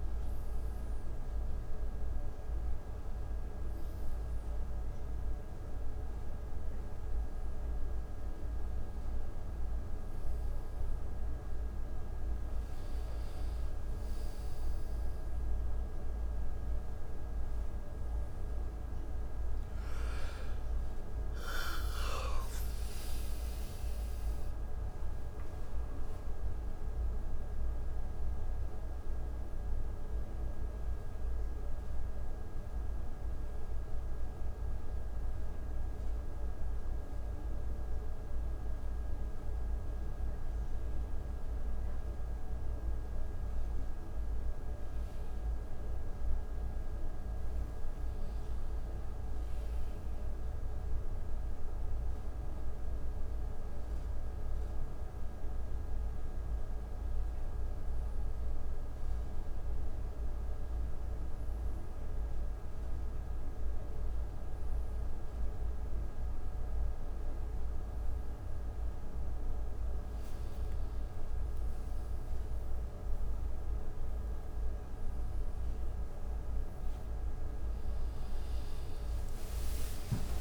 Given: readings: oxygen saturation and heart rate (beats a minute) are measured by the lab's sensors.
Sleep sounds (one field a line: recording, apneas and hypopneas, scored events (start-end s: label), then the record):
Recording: a person awake in a sleep study, hard to hear, by a room microphone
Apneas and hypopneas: none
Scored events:
27.00-36.00 s: oxygen desaturation (device-marked, oxygen 95% before, 92% lowest, heart rate 74 before, 70 extreme)
48.00-61.00 s: oxygen desaturation (device-marked, oxygen 98% before, 93% lowest, heart rate 74 before, 75 extreme)
From the record:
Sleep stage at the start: awake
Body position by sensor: on the right side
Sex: male